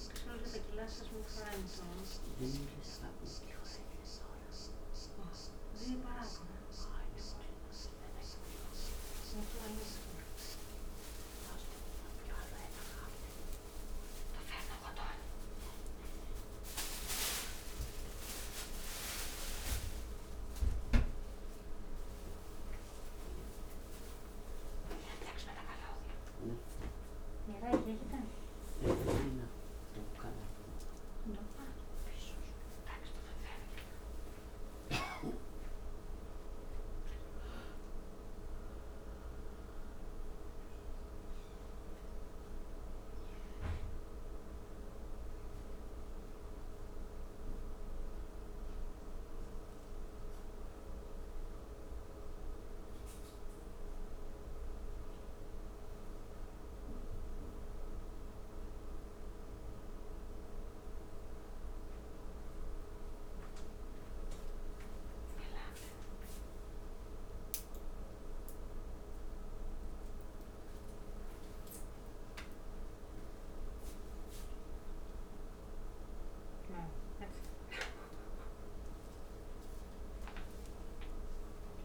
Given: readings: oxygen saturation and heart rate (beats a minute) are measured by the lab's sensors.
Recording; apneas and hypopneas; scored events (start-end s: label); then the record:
a person awake in a sleep study, by a room microphone; none
none scored
From the record:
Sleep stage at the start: awake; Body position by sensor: on the back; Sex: female